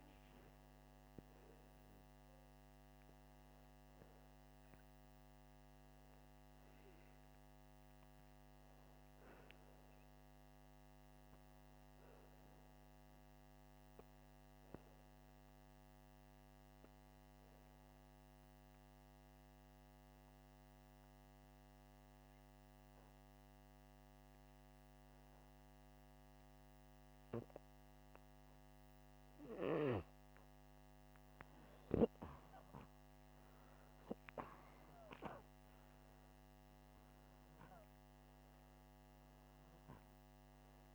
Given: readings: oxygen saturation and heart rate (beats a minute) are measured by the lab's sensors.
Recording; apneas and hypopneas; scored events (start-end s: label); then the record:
breathing in sleep by a microphone on the trachea; 1
0.00-2.50 s: arousal
18.50-29.50 s: obstructive apnea (oxygen 96% before, 90% lowest, heart rate 83 before, 80 extreme, up 4 after)
32.00-40.94 s: oxygen desaturation (device-marked, oxygen 96% before, 90% lowest, heart rate 82 before, 80 extreme)
33.00-36.00 s: arousal
From the record:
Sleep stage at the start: N2 (light sleep); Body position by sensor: upright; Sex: male